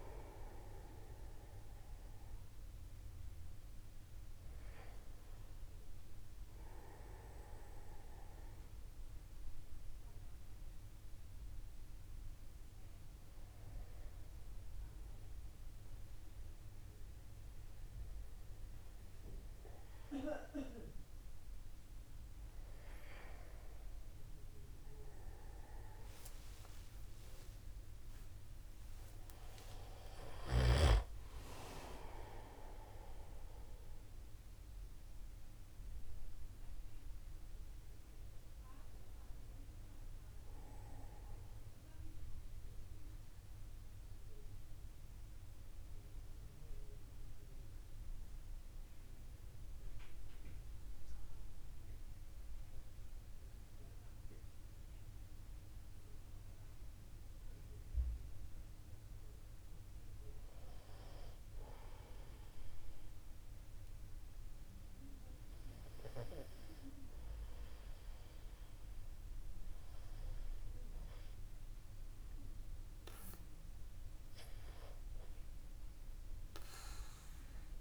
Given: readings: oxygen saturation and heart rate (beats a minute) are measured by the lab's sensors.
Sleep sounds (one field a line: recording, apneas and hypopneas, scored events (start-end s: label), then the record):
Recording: breathing in sleep by a room microphone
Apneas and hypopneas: 1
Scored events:
26.50-28.50 s: long interval between heartbeats (device-marked, heart rate 51 before, 59 extreme)
26.50-32.00 s: arousal
30.50-32.50 s: long interval between heartbeats (device-marked, heart rate 53 before, 92 extreme)
42.50-59.00 s: central apnea (oxygen 99% before, 95% lowest, heart rate 65 before, 49 extreme, up 1 after)
46.00-77.81 s: new sleep stage, N2 (light sleep)
61.50-65.50 s: arousal
From the record:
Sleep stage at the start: N1 (lightest sleep)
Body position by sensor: upright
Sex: male